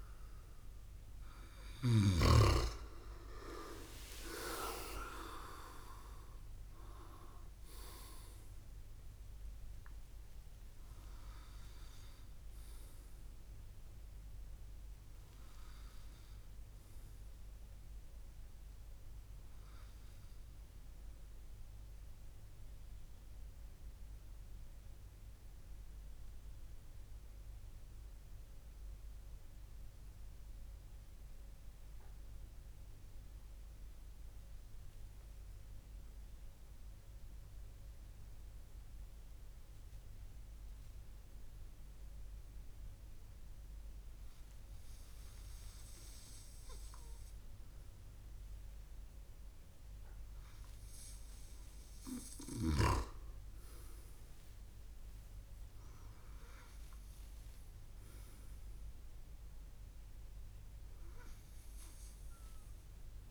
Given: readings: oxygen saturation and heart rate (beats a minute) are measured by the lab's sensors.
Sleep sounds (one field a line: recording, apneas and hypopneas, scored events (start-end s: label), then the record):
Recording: breathing in sleep by a room microphone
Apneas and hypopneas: 1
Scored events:
0.00-2.00 s: snoring (device-marked)
3.50-7.00 s: arousal
21.50-38.50 s: central apnea (oxygen 97% before, 96% lowest, heart rate 62 before, 59 extreme, up 3 after)
41.00-45.00 s: arousal
From the record:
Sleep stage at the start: N2 (light sleep)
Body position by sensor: on the right side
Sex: male